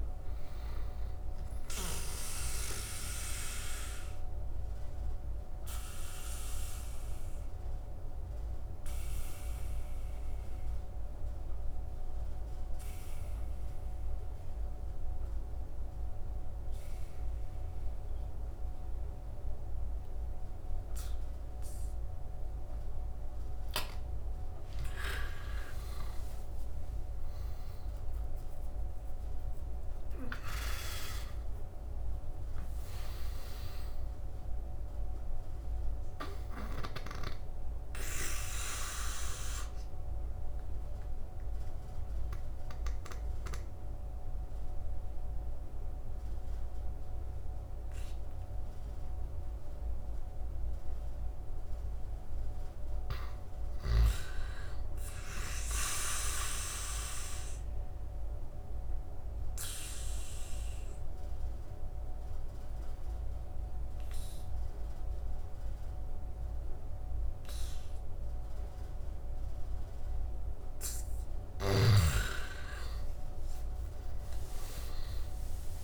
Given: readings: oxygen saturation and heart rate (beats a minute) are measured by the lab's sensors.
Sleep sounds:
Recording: breathing in sleep by a room microphone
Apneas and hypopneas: 3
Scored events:
0.00-12.00 s: oxygen desaturation (device-marked, oxygen 87% lowest, heart rate 68 extreme)
3.00-22.50 s: obstructive apnea (oxygen 99% before, 86% lowest, heart rate 77 before, 68 extreme, up 15 after)
25.00-29.50 s: arousal
29.00-51.00 s: oxygen desaturation (device-marked, oxygen 96% before, 86% lowest, heart rate 73 before, 75 extreme)
35.50-50.50 s: obstructive apnea (oxygen 96% before, 86% lowest, heart rate 76 before, 75 extreme, up 6 after)
53.50-56.50 s: arousal
58.50-70.00 s: obstructive apnea (oxygen 99% before, 88% lowest, heart rate 79 before, 75 extreme, up 10 after)
72.00-74.50 s: arousal
From the record:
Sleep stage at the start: N2 (light sleep)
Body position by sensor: on the back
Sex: male

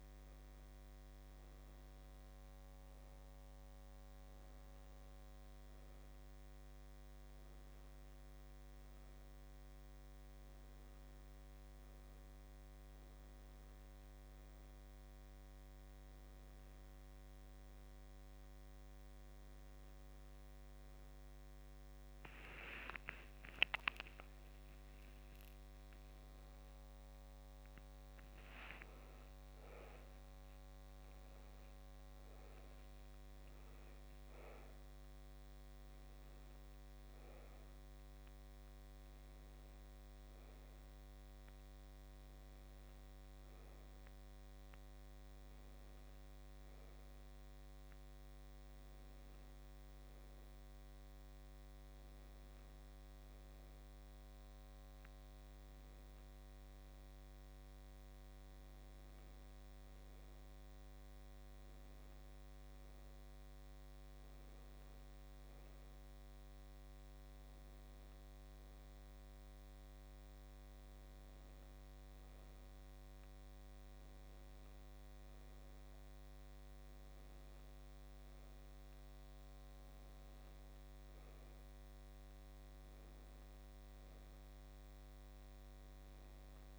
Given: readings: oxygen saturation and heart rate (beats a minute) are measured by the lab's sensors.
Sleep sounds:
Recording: breathing in sleep, hard to hear, by a microphone on the trachea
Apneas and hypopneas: none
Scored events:
22.00-28.00 s: arousal
From the record:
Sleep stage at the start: N2 (light sleep)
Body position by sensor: on the back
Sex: female

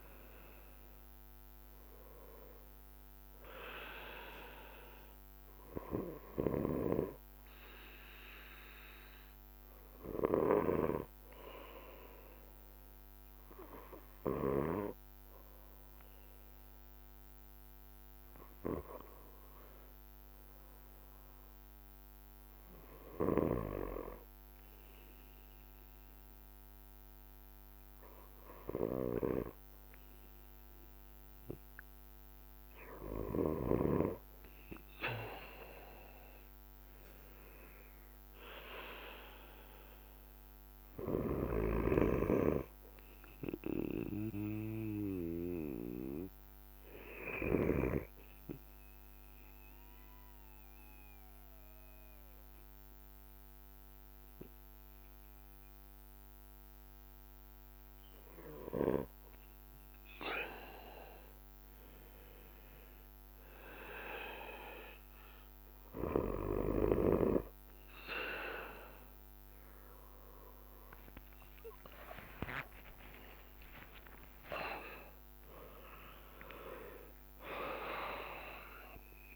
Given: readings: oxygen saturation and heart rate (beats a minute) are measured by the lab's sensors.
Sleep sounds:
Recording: breathing in sleep by a microphone on the trachea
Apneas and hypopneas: 2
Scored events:
0.00-68.50 s: bradycardia (device-marked)
4.00-19.00 s: hypopnea (oxygen 92% before, 91% lowest, heart rate 55 before, 53 extreme, up 4 after)
22.00-25.50 s: arousal
49.00-60.00 s: mixed apnea (oxygen 94% before, 91% lowest, heart rate 55 before, 53 extreme, up 5 after)
69.50-79.36 s: drop in pulse transit time (device-marked, heart rate 55 before, 56 extreme)
72.00-77.50 s: arousal
72.50-74.50 s: long interval between heartbeats (device-marked, heart rate 56 before, 69 extreme)
73.50-79.36 s: bradycardia (device-marked)
77.00-79.00 s: long interval between heartbeats (device-marked, heart rate 60 before, 58 extreme)
From the record:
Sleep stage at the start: N2 (light sleep)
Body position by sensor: on the back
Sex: male

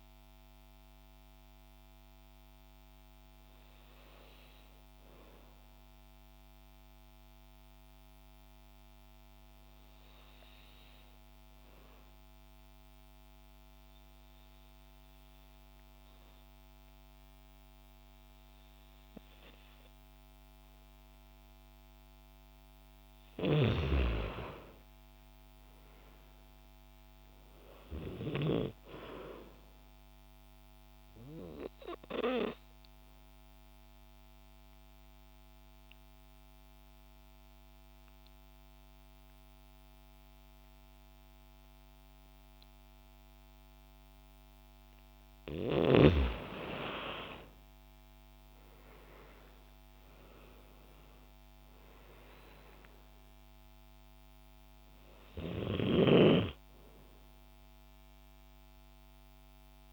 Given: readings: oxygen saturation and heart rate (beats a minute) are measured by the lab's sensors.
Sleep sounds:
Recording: breathing in sleep by a microphone on the trachea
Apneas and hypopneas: 2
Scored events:
0.00-18.50 s: oxygen desaturation (device-marked, oxygen 91% lowest, heart rate 65 extreme)
11.50-22.50 s: obstructive apnea (oxygen 96% before, 90% lowest, heart rate 102 before, 65 extreme, up 55 after)
24.50-28.50 s: arousal
32.00-44.50 s: obstructive apnea (oxygen 97% before, 90% lowest, heart rate 98 before, 115 extreme)
32.50-50.50 s: oxygen desaturation (device-marked, oxygen 96% before, 92% lowest, heart rate 95 before, 90 extreme)
47.50-52.00 s: arousal
52.50-59.93 s: oxygen desaturation (device-marked, oxygen 95% before, 90% lowest, heart rate 154 before, 69 extreme)
From the record:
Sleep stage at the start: N2 (light sleep)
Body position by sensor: on the back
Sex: female

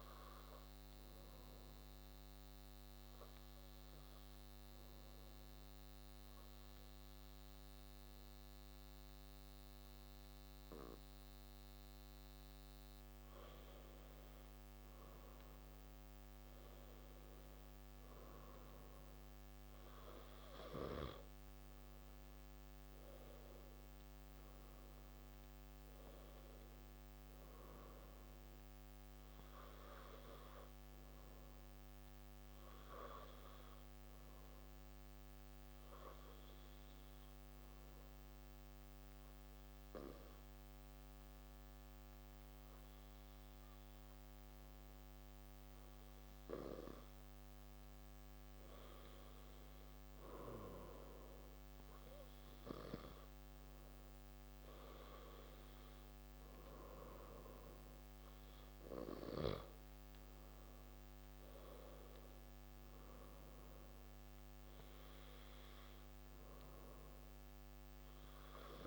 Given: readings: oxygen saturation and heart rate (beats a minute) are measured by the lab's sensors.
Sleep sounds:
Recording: breathing in sleep by a microphone on the trachea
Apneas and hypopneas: 2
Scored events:
0.50-13.00 s: obstructive apnea (oxygen 97% before, 94% lowest)
15.00-18.50 s: arousal
32.50-47.50 s: obstructive apnea (oxygen 97% before, 93% lowest)
49.50-53.00 s: arousal
From the record:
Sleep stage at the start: N2 (light sleep)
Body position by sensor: on the back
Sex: male

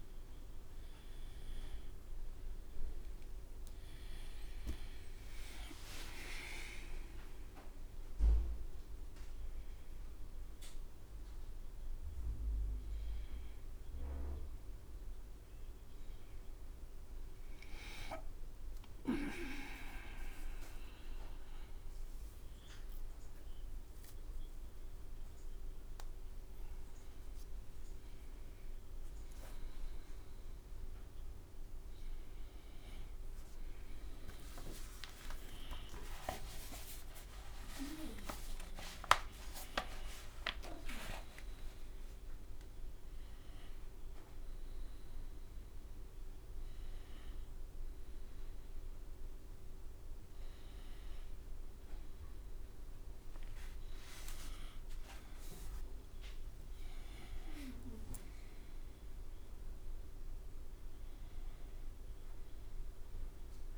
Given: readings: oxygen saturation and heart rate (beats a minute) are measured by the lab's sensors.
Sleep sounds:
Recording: a person awake in a sleep study, by a room microphone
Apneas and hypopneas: none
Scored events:
none scored
From the record:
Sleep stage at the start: awake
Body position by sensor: on the right side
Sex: male

